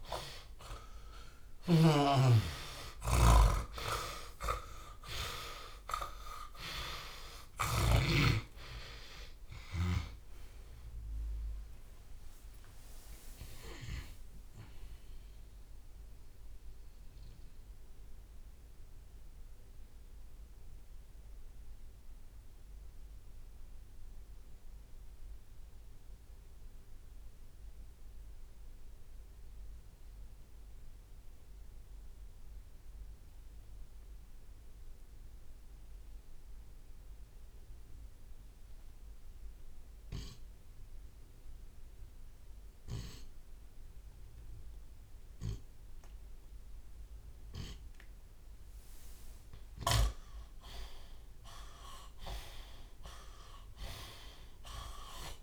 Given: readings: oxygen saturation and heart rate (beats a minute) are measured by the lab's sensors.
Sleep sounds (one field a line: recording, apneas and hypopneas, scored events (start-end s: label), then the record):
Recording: breathing in sleep by a room microphone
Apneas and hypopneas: 1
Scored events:
0.00-1.50 s: long interval between heartbeats (device-marked)
0.00-6.50 s: arousal
1.50-8.00 s: snoring (device-marked)
10.00-25.00 s: drop in pulse transit time (device-marked)
12.50-14.50 s: long interval between heartbeats (device-marked)
14.00-16.00 s: tachycardia (device-marked, heart rate 42 before, 35 extreme)
15.00-17.00 s: long interval between heartbeats (device-marked)
16.00-48.00 s: mixed apnea (oxygen 98% before, 82% lowest)
18.00-20.00 s: long interval between heartbeats (device-marked)
31.00-40.00 s: oxygen desaturation (device-marked, oxygen 95% before, 86% lowest, heart rate 61 before, 56 extreme)
48.00-55.43 s: drop in pulse transit time (device-marked, heart rate 59 before, 59 extreme)
50.50-54.00 s: arousal
From the record:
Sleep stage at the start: N2 (light sleep)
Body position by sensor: on the left side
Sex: male